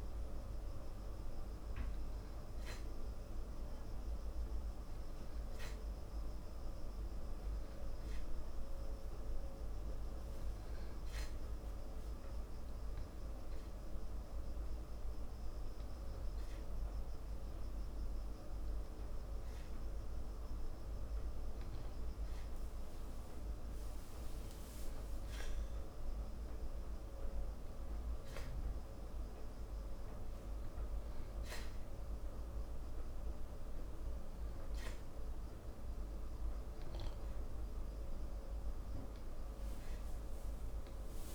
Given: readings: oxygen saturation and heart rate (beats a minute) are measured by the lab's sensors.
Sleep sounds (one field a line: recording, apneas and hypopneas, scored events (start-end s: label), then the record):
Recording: breathing in sleep, hard to hear, by a room microphone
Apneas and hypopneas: none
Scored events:
none scored
From the record:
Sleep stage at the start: N2 (light sleep)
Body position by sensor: on the back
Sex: male